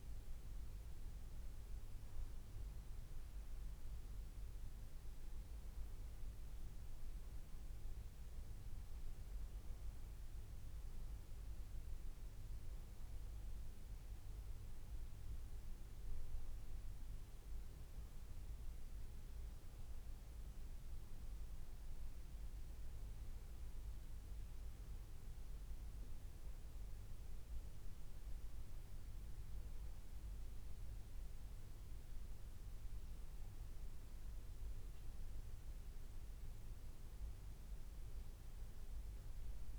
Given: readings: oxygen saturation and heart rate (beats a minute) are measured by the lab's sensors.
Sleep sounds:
breathing in sleep, hard to hear, by a room microphone; none
none scored
From the record:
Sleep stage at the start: N2 (light sleep); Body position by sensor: on the back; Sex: male

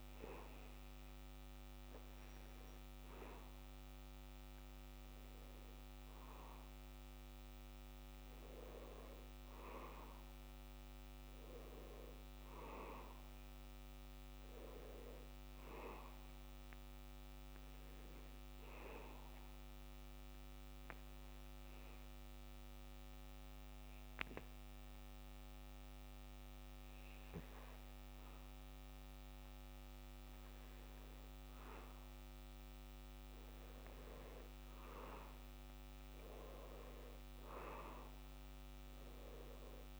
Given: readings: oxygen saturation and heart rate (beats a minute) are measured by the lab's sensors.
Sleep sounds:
a person awake in a sleep study, by a microphone on the trachea; none
30.00-40.00 s: new sleep stage, N1 (lightest sleep)
From the record:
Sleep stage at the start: awake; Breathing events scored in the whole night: 401 in 5.4 hours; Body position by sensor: on the back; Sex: male

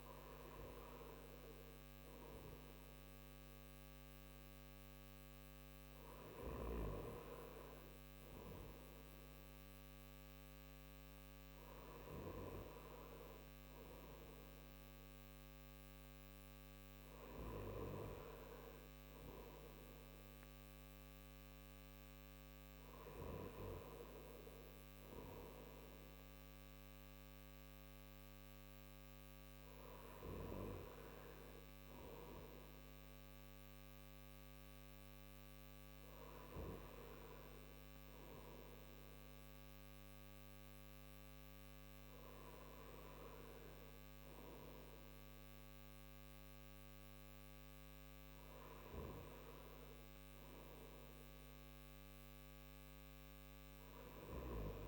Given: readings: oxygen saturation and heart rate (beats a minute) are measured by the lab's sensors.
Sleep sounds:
breathing in sleep by a microphone on the trachea; none
none scored
From the record:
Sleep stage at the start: N3 (deep sleep); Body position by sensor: on the back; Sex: male

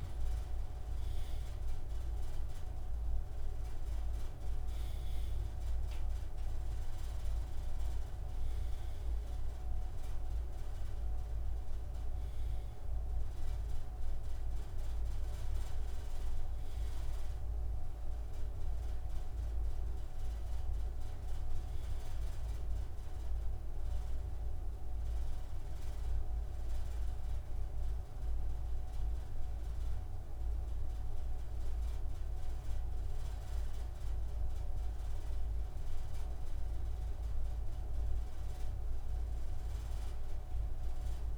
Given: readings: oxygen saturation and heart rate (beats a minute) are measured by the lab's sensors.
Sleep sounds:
breathing in sleep, hard to hear, by a room microphone; 1
0.00-1.00 s: arousal
0.00-25.00 s: oxygen desaturation (device-marked, oxygen 91% lowest)
25.50-36.00 s: obstructive apnea (oxygen 98% before, 94% lowest)
39.00-41.38 s: arousal
From the record:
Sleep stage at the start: N2 (light sleep); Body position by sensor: on the right side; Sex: male

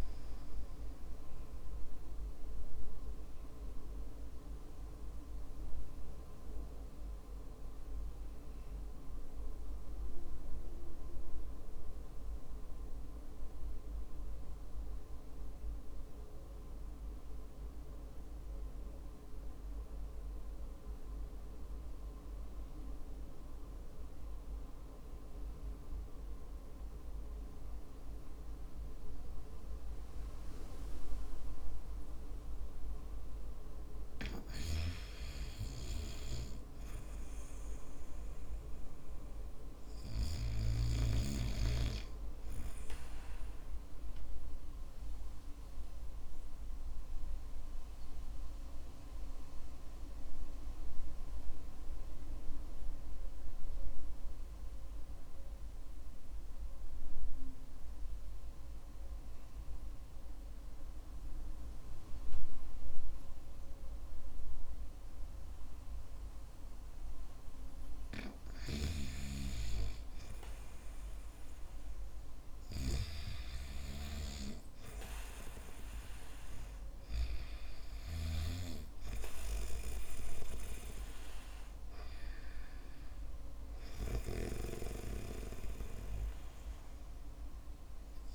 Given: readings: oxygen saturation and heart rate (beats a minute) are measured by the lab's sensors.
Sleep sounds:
breathing in sleep by a room microphone; 2
5.50-29.50 s: obstructive apnea (oxygen 97% before, 92% lowest, heart rate 58 before, 51 extreme, up 5 after)
10.50-21.50 s: oxygen desaturation (device-marked, oxygen 95% before, 92% lowest, heart rate 55 before, 51 extreme)
32.50-36.00 s: arousal
40.50-73.50 s: oxygen desaturation (device-marked, oxygen 97% before, 92% lowest, heart rate 55 before, 48 extreme)
46.00-67.00 s: obstructive apnea (oxygen 98% before, 92% lowest, heart rate 55 before, 53 extreme, up 3 after)
72.00-78.00 s: arousal
78.00-84.50 s: snoring (device-marked)
From the record:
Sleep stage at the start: REM sleep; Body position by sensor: on the back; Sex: male

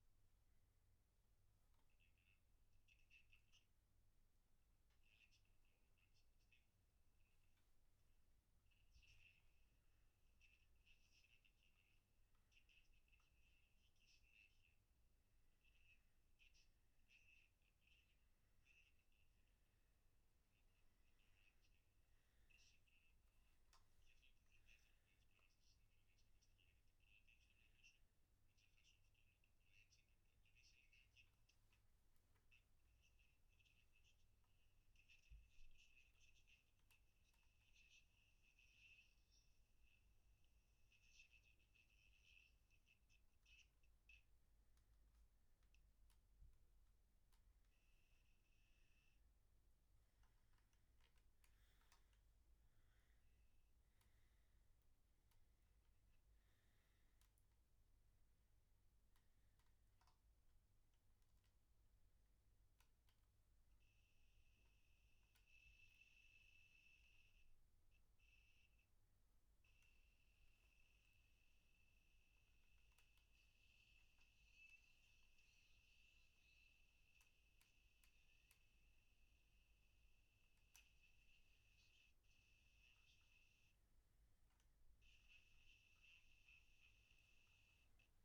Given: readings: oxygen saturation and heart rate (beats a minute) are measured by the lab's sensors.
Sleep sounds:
breathing in sleep, hard to hear, by a room microphone; 2
34.50-47.00 s: obstructive apnea (oxygen 98% before, 93% lowest, heart rate 127 before, 121 extreme, up 8 after)
65.00-78.50 s: obstructive apnea (oxygen 96% before, 93% lowest, heart rate 126 before, 119 extreme)
From the record:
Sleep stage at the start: N1 (lightest sleep); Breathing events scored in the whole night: 129 in 4.0 hours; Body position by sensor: on the back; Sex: male

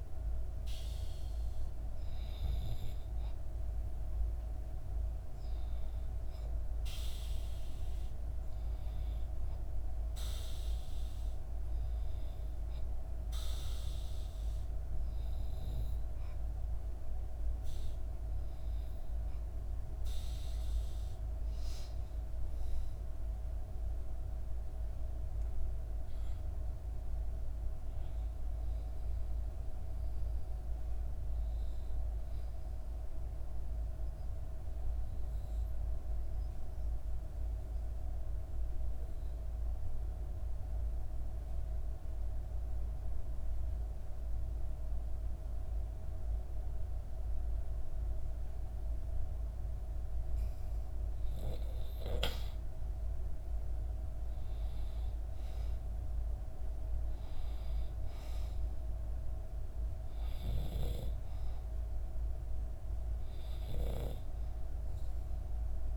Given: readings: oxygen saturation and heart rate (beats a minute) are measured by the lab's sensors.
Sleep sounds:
breathing in sleep, hard to hear, by a room microphone; 1
22.50-26.50 s: arousal
33.00-50.00 s: obstructive apnea (oxygen 96% before, 91% lowest, heart rate 69 before, 62 extreme, up 4 after)
51.00-65.97 s: oxygen desaturation (device-marked, oxygen 96% before, 91% lowest, heart rate 64 before, 62 extreme)
52.00-56.50 s: arousal
From the record:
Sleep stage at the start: N2 (light sleep); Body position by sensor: on the back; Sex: female

